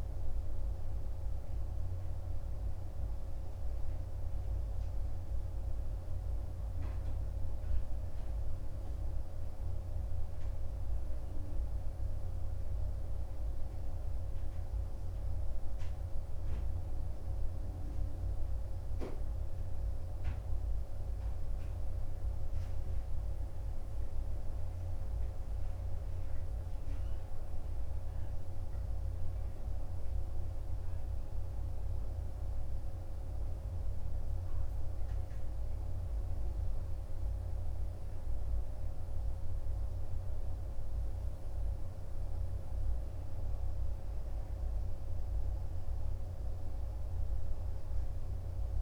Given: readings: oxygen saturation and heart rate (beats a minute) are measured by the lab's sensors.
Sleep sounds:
breathing in sleep, hard to hear, by a room microphone; none
none scored
From the record:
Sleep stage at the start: N2 (light sleep); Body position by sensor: on the right side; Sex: male

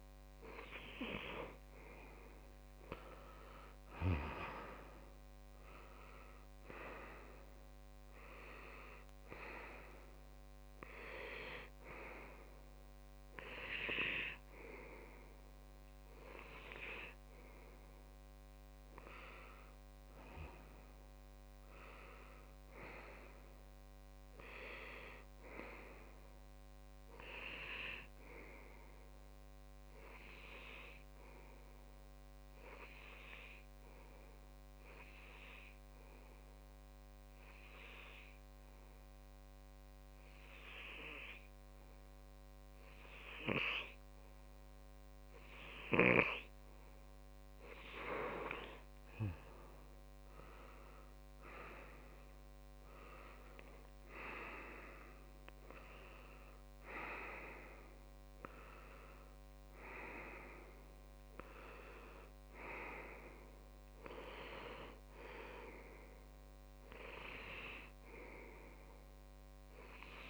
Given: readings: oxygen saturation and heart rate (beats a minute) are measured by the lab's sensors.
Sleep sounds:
breathing in sleep by a microphone on the trachea; 1
3.00-6.50 s: arousal
35.00-47.00 s: obstructive apnea (oxygen 98% before, 96% lowest)
48.00-50.00 s: long interval between heartbeats (device-marked)
49.00-52.50 s: arousal
55.50-57.50 s: long interval between heartbeats (device-marked)
61.50-63.50 s: long interval between heartbeats (device-marked)
67.50-69.50 s: long interval between heartbeats (device-marked)
From the record:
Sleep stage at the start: N2 (light sleep); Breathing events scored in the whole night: 242 in 5.2 hours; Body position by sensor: on the left side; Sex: male

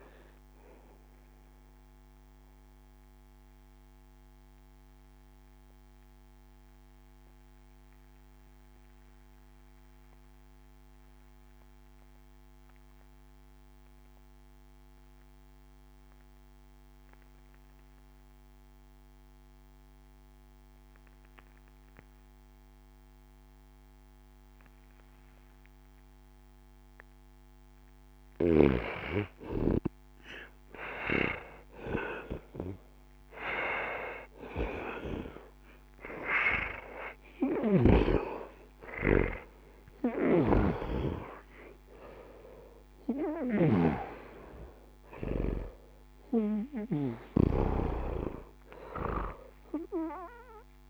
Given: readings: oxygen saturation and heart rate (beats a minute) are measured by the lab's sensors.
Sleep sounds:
breathing in sleep by a microphone on the trachea; 1
0.00-17.00 s: oxygen desaturation (device-marked, oxygen 77% lowest, heart rate 59 extreme)
2.00-28.50 s: obstructive apnea (oxygen 94% before, 77% lowest, heart rate 87 before, 60 extreme, up 4 after)
7.00-37.00 s: new sleep stage, N2 (light sleep)
29.50-33.00 s: arousal
36.00-50.90 s: oxygen desaturation (device-marked, oxygen 99% before, 87% lowest, heart rate 60 before, 58 extreme)
37.00-50.90 s: new sleep stage, N1 (lightest sleep)
43.00-47.50 s: snoring (device-marked)
47.50-50.90 s: arousal
From the record:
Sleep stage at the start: N1 (lightest sleep); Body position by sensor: on the right side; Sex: male

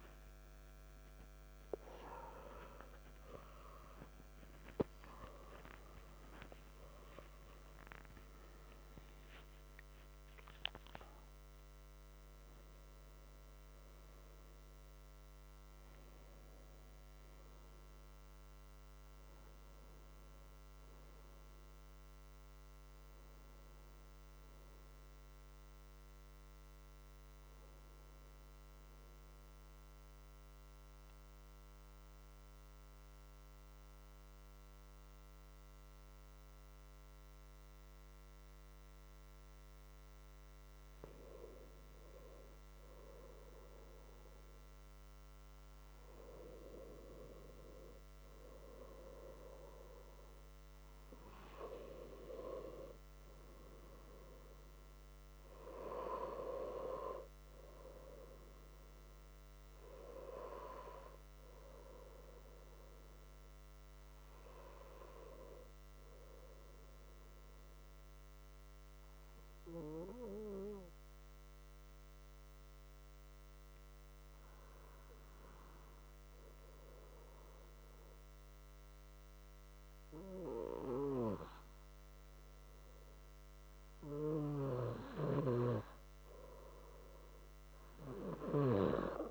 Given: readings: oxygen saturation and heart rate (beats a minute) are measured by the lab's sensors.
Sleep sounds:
breathing in sleep by a microphone on the trachea; 1
28.50-40.50 s: central apnea (oxygen 100% before, 92% lowest, heart rate 70 before, 61 extreme, up 3 after)
43.50-48.00 s: arousal
59.50-89.31 s: new sleep stage, N2 (light sleep)
From the record:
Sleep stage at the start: N1 (lightest sleep); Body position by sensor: on the back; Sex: male

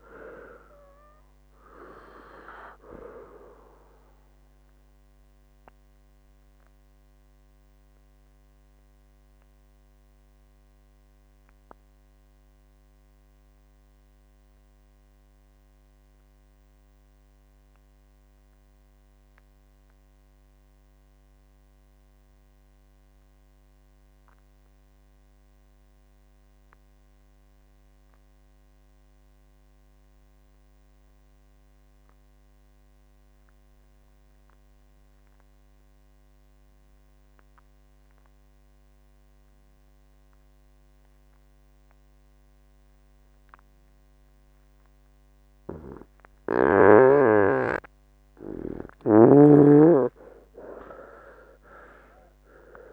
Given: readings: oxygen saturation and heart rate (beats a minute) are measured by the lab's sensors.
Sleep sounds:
breathing in sleep by a microphone on the trachea; 1
0.00-23.50 s: oxygen desaturation (device-marked, oxygen 86% lowest, heart rate 57 extreme)
7.00-46.50 s: mixed apnea (oxygen 99% before, 86% lowest, heart rate 75 before, 57 extreme, up 17 after)
40.50-52.93 s: oxygen desaturation (device-marked, oxygen 98% before, 87% lowest, heart rate 66 before, 56 extreme)
49.00-52.93 s: arousal
From the record:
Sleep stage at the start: N2 (light sleep); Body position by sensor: on the right side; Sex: male

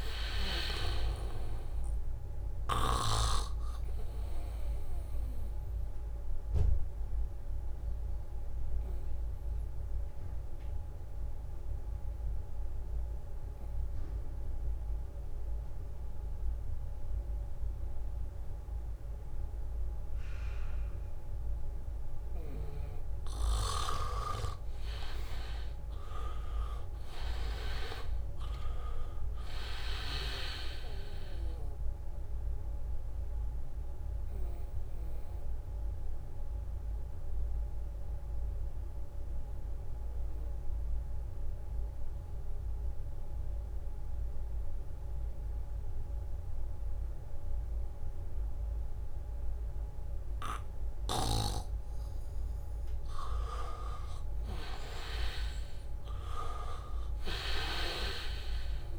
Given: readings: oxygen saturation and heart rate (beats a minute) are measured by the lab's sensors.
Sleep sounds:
breathing in sleep by a room microphone; 2
0.00-1.50 s: snoring (device-marked)
0.00-5.50 s: leg movement (device-marked)
0.00-14.00 s: oxygen desaturation (device-marked, oxygen 80% lowest, heart rate 75 extreme)
5.50-22.50 s: obstructive apnea (oxygen 99% before, 80% lowest, heart rate 77 before, 75 extreme, up 1 after)
22.00-47.00 s: oxygen desaturation (device-marked, oxygen 99% before, 82% lowest, heart rate 80 before, 74 extreme)
25.50-29.00 s: arousal
34.00-51.50 s: obstructive apnea (oxygen 99% before, 81% lowest, heart rate 78 before, 74 extreme)
49.00-58.98 s: oxygen desaturation (device-marked, oxygen 98% before, 83% lowest, heart rate 78 before, 74 extreme)
54.50-58.50 s: arousal
From the record:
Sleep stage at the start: N2 (light sleep); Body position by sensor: on the back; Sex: male

